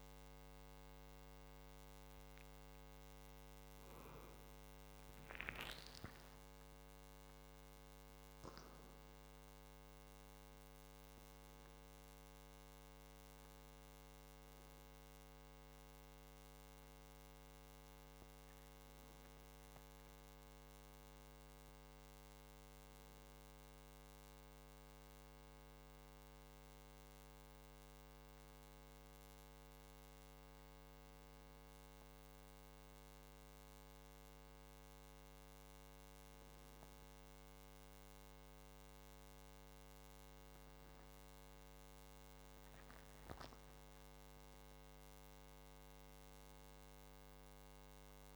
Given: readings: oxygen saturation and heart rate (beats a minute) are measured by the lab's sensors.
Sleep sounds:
a person partly awake in a sleep study, hard to hear, by a microphone on the trachea; none
14.00-48.36 s: new sleep stage, N1 (lightest sleep)
40.00-43.50 s: arousal
From the record:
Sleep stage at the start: awake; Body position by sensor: on the back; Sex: male

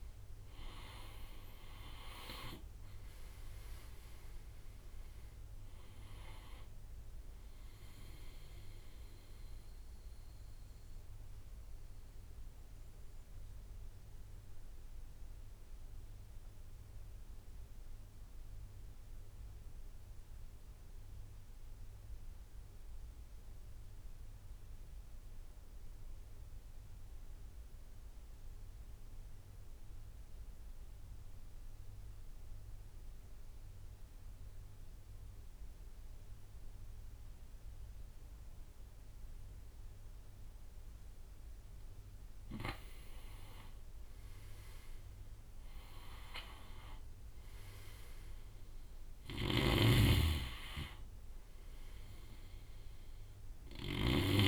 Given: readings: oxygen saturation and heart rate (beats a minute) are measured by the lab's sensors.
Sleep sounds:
breathing in sleep by a room microphone; 1
0.00-18.00 s: oxygen desaturation (device-marked, oxygen 82% lowest)
9.50-39.50 s: obstructive apnea (oxygen 91% before, 80% lowest)
36.00-50.00 s: oxygen desaturation (device-marked, oxygen 99% before, 80% lowest)
43.00-47.50 s: arousal
48.50-54.48 s: snoring (device-marked)
From the record:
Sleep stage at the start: N2 (light sleep); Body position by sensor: on the right side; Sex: male

